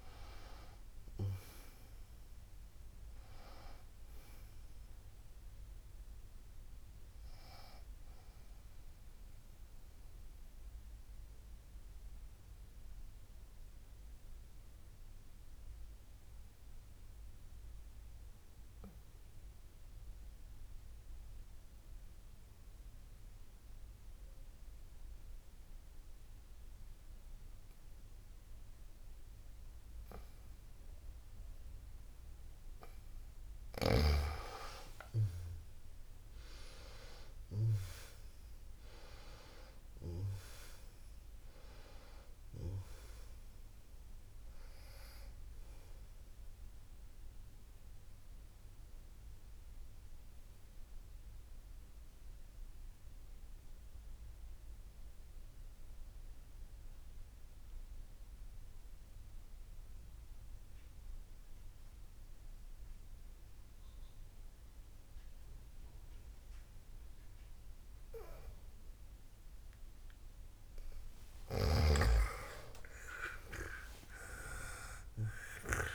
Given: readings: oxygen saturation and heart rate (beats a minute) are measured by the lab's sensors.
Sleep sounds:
breathing in sleep by a room microphone; 2
0.00-18.50 s: oxygen desaturation (device-marked, oxygen 91% lowest, heart rate 50 extreme)
11.00-33.00 s: obstructive apnea (oxygen 98% before, 91% lowest, heart rate 71 before, 49 extreme, up 28 after)
35.50-40.50 s: arousal
36.50-63.50 s: oxygen desaturation (device-marked, oxygen 98% before, 92% lowest, heart rate 55 before, 49 extreme)
48.00-71.00 s: obstructive apnea (oxygen 98% before, 89% lowest, heart rate 66 before, 49 extreme, up 39 after)
72.50-75.95 s: snoring (device-marked)
73.00-75.95 s: arousal
From the record:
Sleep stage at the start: N2 (light sleep); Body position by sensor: on the back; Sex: female

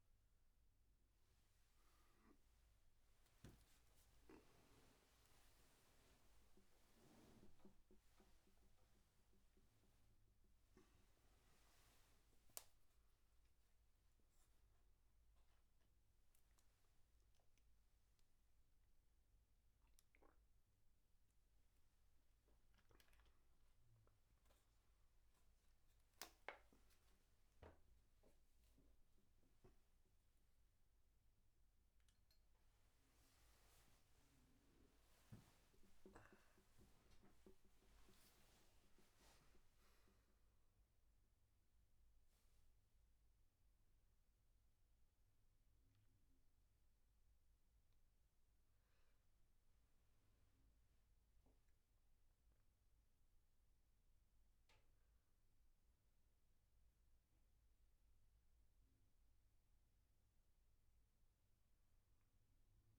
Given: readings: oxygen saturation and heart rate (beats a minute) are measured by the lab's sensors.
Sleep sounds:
a person awake in a sleep study, hard to hear, by a room microphone; none
0.00-17.50 s: oxygen desaturation (device-marked, oxygen 93% lowest, heart rate 75 extreme)
1.50-7.50 s: tachycardia (device-marked, heart rate 71 before, 109 extreme)
4.00-6.00 s: long interval between heartbeats (device-marked, heart rate 75 before, 91 extreme)
32.50-37.50 s: tachycardia (device-marked, heart rate 72 before, 108 extreme)
34.50-36.50 s: long interval between heartbeats (device-marked, heart rate 86 before, 100 extreme)
56.50-62.99 s: new sleep stage, N1 (lightest sleep)
From the record:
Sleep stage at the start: awake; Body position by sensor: on the back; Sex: male

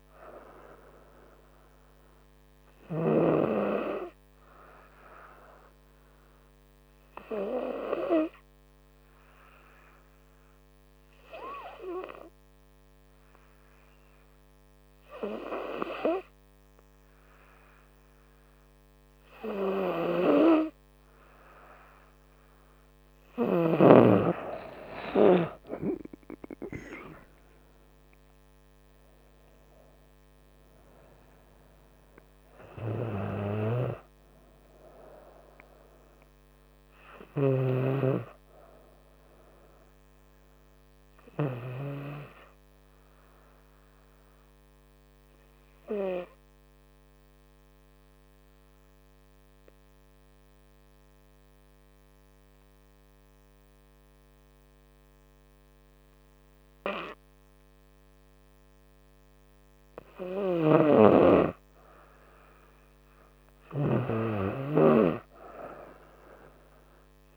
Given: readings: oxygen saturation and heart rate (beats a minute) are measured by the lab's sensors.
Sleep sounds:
breathing in sleep by a microphone on the trachea; 2
6.50-21.50 s: hypopnea (oxygen 98% before, 95% lowest, heart rate 70 before, 65 extreme, up 2 after)
26.00-30.50 s: arousal
47.50-60.50 s: obstructive apnea (oxygen 97% before, 94% lowest, heart rate 70 before, 67 extreme, up 6 after)
62.00-65.00 s: arousal
From the record:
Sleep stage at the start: N2 (light sleep); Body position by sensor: on the front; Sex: female

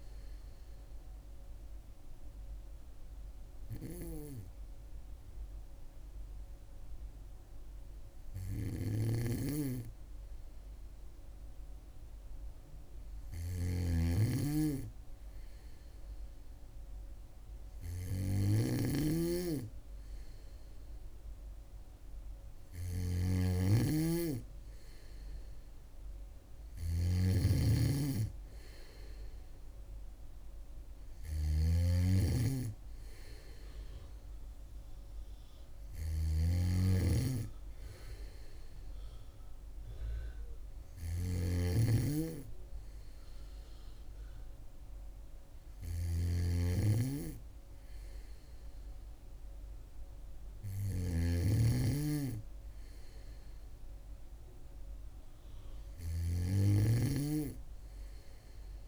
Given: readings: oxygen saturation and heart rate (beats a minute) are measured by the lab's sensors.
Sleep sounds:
breathing in sleep by a room microphone; 1
0.50-15.50 s: hypopnea (oxygen 97% before, 95% lowest, heart rate 67 before, 63 extreme, up 4 after)
8.50-58.88 s: snoring (device-marked)
17.00-20.00 s: arousal
From the record:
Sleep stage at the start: N2 (light sleep); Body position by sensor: on the back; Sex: female

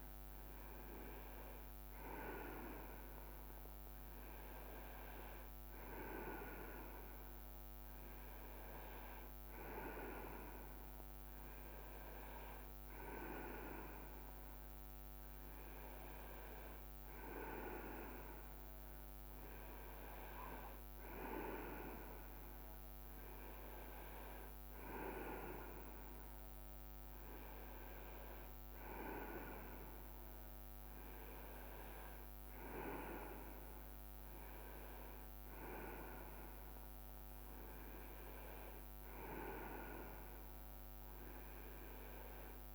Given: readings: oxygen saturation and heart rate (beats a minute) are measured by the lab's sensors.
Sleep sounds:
breathing in sleep by a microphone on the trachea; none
30.50-35.00 s: leg movement (device-marked)
From the record:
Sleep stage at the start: N2 (light sleep); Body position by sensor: on the right side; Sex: male

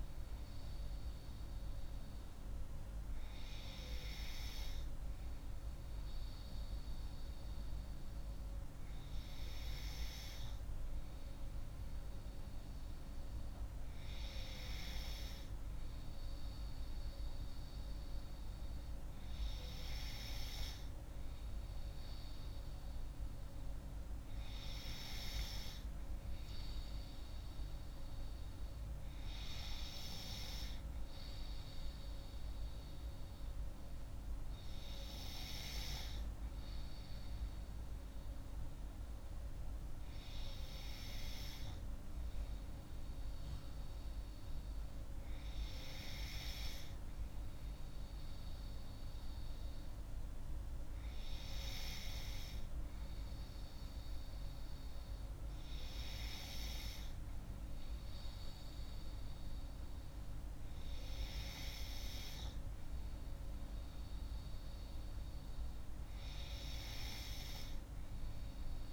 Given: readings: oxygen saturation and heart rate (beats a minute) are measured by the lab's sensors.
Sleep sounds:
breathing in sleep by a room microphone; none
none scored
From the record:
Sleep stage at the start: N2 (light sleep); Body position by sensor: on the left side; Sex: female

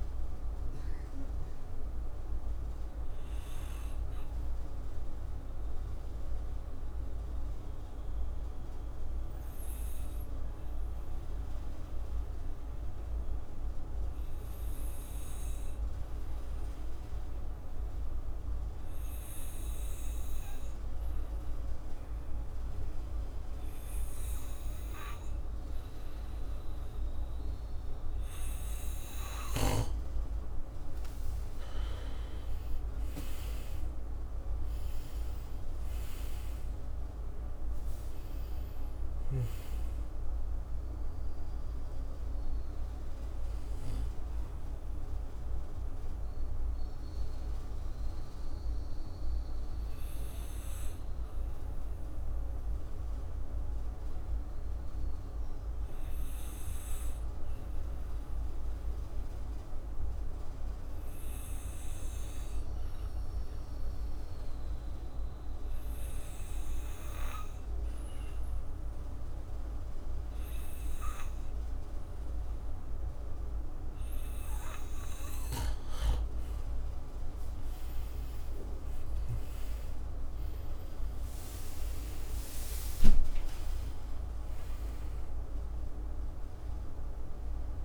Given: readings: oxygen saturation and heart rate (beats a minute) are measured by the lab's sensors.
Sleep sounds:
breathing in sleep, hard to hear, by a room microphone; 2
0.00-9.00 s: oxygen desaturation (device-marked, oxygen 94% lowest, heart rate 55 extreme)
2.00-29.00 s: obstructive apnea (oxygen 99% before, 89% lowest, heart rate 59 before, 55 extreme, up 6 after)
14.00-23.00 s: oxygen desaturation (device-marked, oxygen 95% before, 91% lowest, heart rate 60 before, 58 extreme)
31.00-35.50 s: arousal
34.00-59.00 s: oxygen desaturation (device-marked, oxygen 98% before, 89% lowest, heart rate 59 before, 55 extreme)
46.00-75.00 s: obstructive apnea (oxygen 98% before, 89% lowest, heart rate 62 before, 56 extreme, up 7 after)
81.50-87.85 s: arousal
85.00-87.85 s: oxygen desaturation (device-marked, oxygen 97% before, 91% lowest, heart rate 60 before, 54 extreme)
From the record:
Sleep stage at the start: N2 (light sleep); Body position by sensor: on the back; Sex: male

